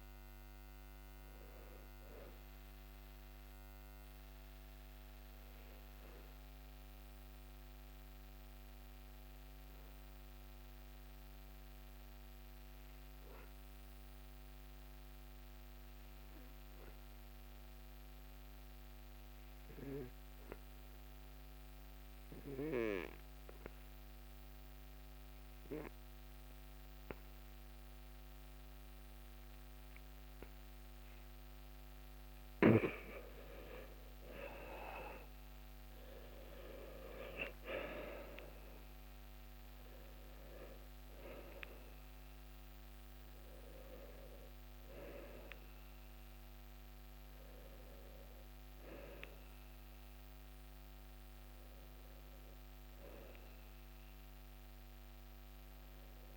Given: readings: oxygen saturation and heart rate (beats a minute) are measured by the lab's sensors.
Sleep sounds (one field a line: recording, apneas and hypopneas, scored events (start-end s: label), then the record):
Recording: breathing in sleep by a microphone on the trachea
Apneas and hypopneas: 1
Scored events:
0.00-20.00 s: oxygen desaturation (device-marked, oxygen 90% lowest, heart rate 58 extreme)
6.50-31.50 s: obstructive apnea (oxygen 98% before, 89% lowest, heart rate 67 before, 59 extreme, up 12 after)
34.00-38.00 s: arousal
47.00-56.37 s: oxygen desaturation (device-marked, oxygen 95% before, 89% lowest, heart rate 68 before, 58 extreme)
From the record:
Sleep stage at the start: N2 (light sleep)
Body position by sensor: on the back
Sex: male